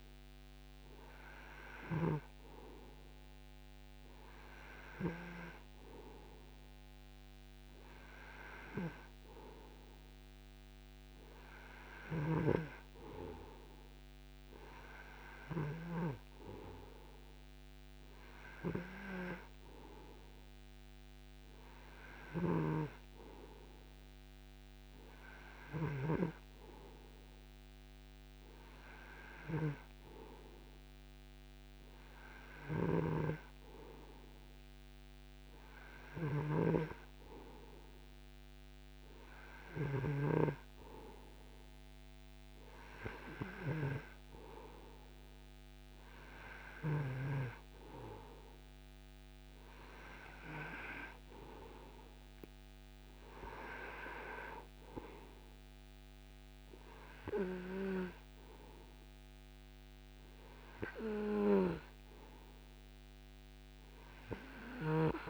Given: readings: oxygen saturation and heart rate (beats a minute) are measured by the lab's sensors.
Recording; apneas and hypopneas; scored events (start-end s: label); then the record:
breathing in sleep by a microphone on the trachea; none
33.50-41.00 s: snoring (device-marked)
From the record:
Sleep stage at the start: N2 (light sleep); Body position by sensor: on the right side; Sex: male